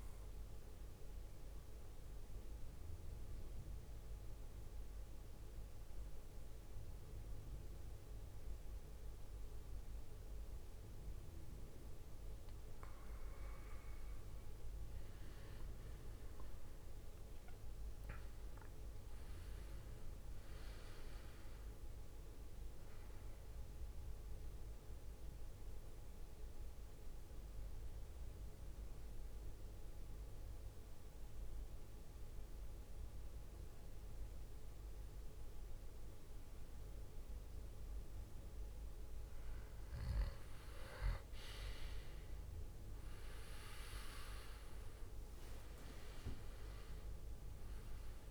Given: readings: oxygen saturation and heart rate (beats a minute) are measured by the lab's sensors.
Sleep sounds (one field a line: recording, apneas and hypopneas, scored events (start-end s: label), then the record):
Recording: breathing in sleep by a room microphone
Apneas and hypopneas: 2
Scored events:
0.00-9.00 s: oxygen desaturation (device-marked, oxygen 93% lowest, heart rate 52 extreme)
1.00-13.50 s: mixed apnea (oxygen 98% before, 93% lowest, heart rate 66 before, 52 extreme, up 16 after)
16.50-20.50 s: arousal
24.50-39.50 s: mixed apnea (oxygen 98% before, 93% lowest, heart rate 61 before, 52 extreme, up 18 after)
43.00-47.50 s: arousal
44.00-48.31 s: drop in pulse transit time (device-marked, heart rate 57 before, 59 extreme)
44.50-47.00 s: leg movement (device-marked)
47.00-48.31 s: oxygen desaturation (device-marked, oxygen 97% before, 93% lowest, heart rate 58 before, 53 extreme)
From the record:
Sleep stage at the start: N2 (light sleep)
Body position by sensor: on the back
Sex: male